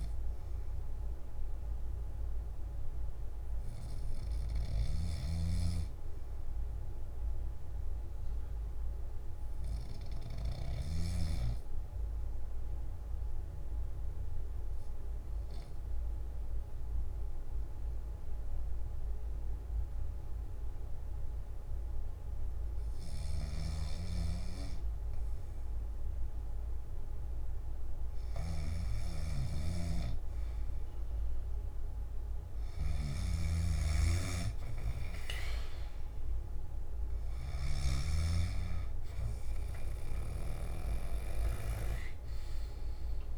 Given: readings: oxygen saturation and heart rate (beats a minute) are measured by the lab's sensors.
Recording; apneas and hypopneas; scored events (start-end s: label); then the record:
breathing in sleep by a room microphone; 1
10.50-25.50 s: obstructive apnea (oxygen 97% before, 88% lowest, heart rate 62 before, 57 extreme, up 0 after)
29.50-38.00 s: snoring (device-marked)
37.00-43.38 s: oxygen desaturation (device-marked, oxygen 93% before, 88% lowest, heart rate 61 before, 59 extreme)
From the record:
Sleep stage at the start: N3 (deep sleep); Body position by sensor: on the back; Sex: male